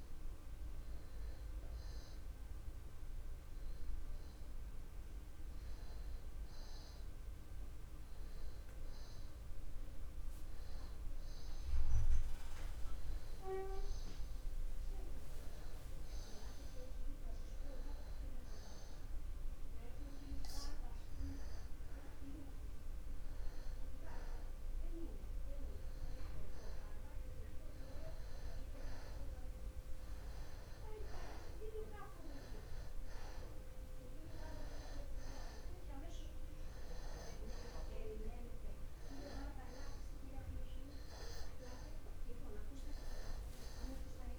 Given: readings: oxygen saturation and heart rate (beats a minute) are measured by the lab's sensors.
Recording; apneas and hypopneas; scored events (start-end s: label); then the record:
breathing in sleep by a room microphone; 1
0.00-4.50 s: oxygen desaturation (device-marked, oxygen 87% lowest, heart rate 38 extreme)
0.50-22.00 s: hypopnea (oxygen 94% before, 88% lowest, heart rate 47 before, 34 extreme, up 10 after)
25.00-29.50 s: arousal
29.50-44.39 s: oxygen desaturation (device-marked, oxygen 96% before, 88% lowest, heart rate 46 before, 34 extreme)
From the record:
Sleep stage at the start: N2 (light sleep); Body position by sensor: on the back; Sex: male